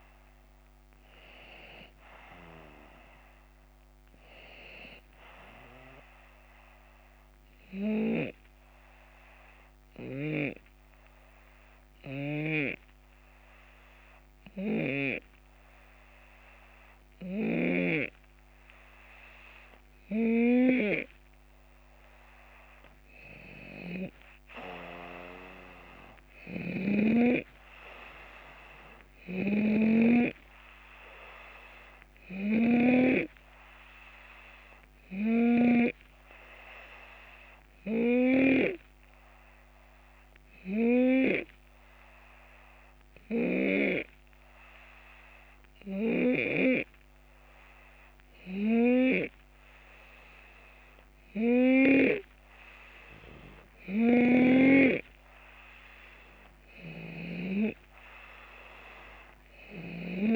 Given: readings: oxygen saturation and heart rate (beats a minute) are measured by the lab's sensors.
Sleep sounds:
breathing in sleep by a microphone on the trachea; 2
0.00-6.00 s: oxygen desaturation (device-marked, oxygen 89% lowest, heart rate 69 extreme)
0.00-8.00 s: drop in pulse transit time (device-marked, heart rate 74 extreme)
7.50-12.50 s: snoring (device-marked)
9.00-23.00 s: hypopnea (oxygen 94% before, 89% lowest, heart rate 77 before, 69 extreme, up 8 after)
25.50-30.00 s: arousal
29.00-38.50 s: snoring (device-marked)
33.00-45.00 s: oxygen desaturation (device-marked, oxygen 95% before, 90% lowest, heart rate 73 before, 73 extreme)
36.50-53.50 s: hypopnea (oxygen 95% before, 90% lowest, heart rate 74 before, 73 extreme, up 5 after)
54.00-57.50 s: snoring (device-marked)
57.50-60.36 s: arousal
From the record:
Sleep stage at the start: N2 (light sleep); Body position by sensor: on the left side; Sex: male

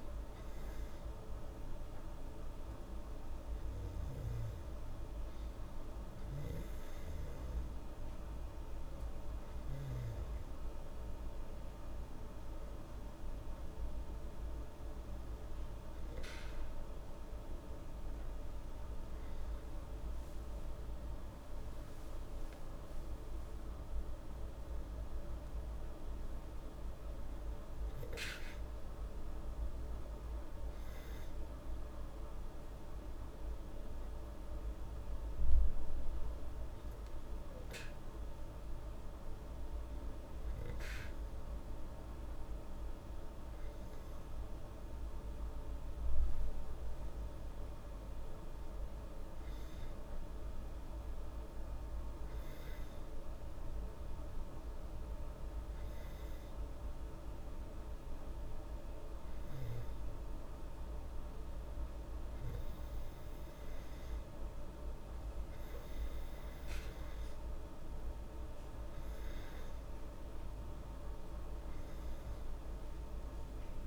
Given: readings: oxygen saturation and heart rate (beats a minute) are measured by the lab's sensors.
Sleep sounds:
breathing in sleep, hard to hear, by a room microphone; none
72.00-73.87 s: arousal
From the record:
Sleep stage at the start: N2 (light sleep); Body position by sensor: on the back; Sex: female

